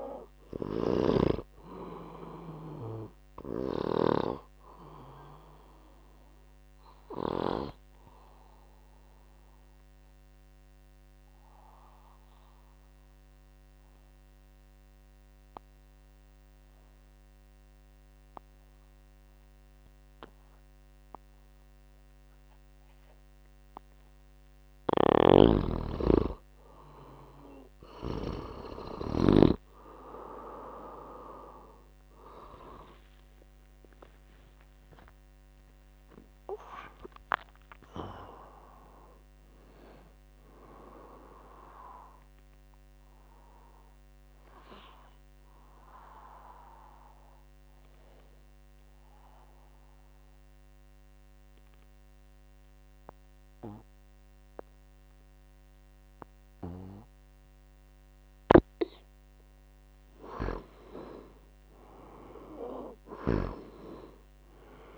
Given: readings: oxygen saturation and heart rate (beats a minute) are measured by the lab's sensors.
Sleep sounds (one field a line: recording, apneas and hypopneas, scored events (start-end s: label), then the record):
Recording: breathing in sleep by a microphone on the trachea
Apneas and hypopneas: 2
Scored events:
0.00-20.50 s: oxygen desaturation (device-marked, oxygen 84% lowest, heart rate 60 extreme)
6.00-23.00 s: obstructive apnea (oxygen 99% before, 84% lowest, heart rate 71 before, 60 extreme, up 11 after)
25.00-29.50 s: snoring (device-marked)
27.00-30.50 s: arousal
30.50-45.50 s: oxygen desaturation (device-marked, oxygen 99% before, 92% lowest, heart rate 66 before, 55 extreme)
45.00-59.00 s: obstructive apnea (oxygen 99% before, 87% lowest, heart rate 82 before, 55 extreme, up 13 after)
61.00-64.50 s: arousal
From the record:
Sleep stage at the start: N2 (light sleep)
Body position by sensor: on the back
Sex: male